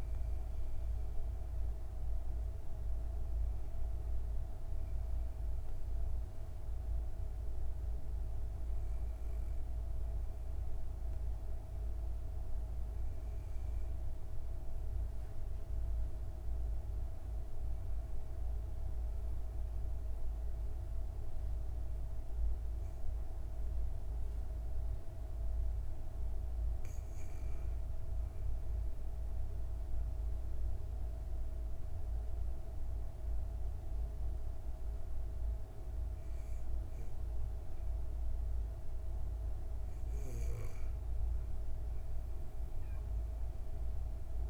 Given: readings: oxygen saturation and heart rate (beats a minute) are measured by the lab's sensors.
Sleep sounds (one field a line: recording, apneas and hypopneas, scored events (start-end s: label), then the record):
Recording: breathing in sleep, hard to hear, by a room microphone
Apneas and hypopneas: 1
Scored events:
28.00-39.50 s: obstructive apnea (oxygen 98% before, 95% lowest, heart rate 59 before, 58 extreme, up 4 after)
41.50-44.50 s: arousal
From the record:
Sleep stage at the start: REM sleep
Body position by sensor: on the back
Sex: female